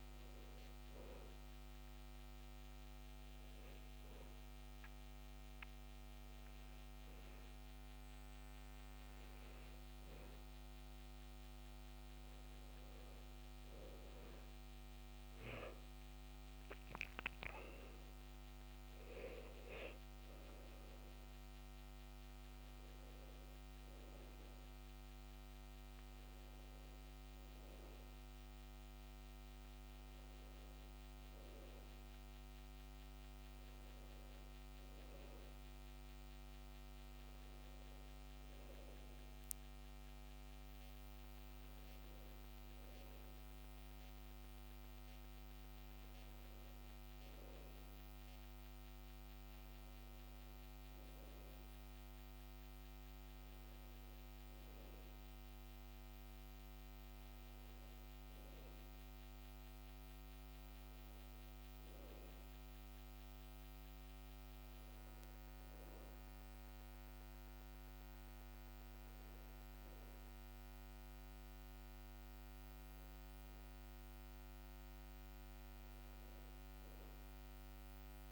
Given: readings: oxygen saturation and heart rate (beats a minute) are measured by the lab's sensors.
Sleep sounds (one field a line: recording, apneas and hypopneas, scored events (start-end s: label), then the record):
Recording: breathing in sleep, hard to hear, by a microphone on the trachea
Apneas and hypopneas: 1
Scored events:
2.00-12.50 s: hypopnea (oxygen 95% before, 91% lowest, heart rate 70 before, 68 extreme, up 9 after)
15.00-20.50 s: arousal
46.50-50.50 s: arousal
From the record:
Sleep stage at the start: N2 (light sleep)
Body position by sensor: on the back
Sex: male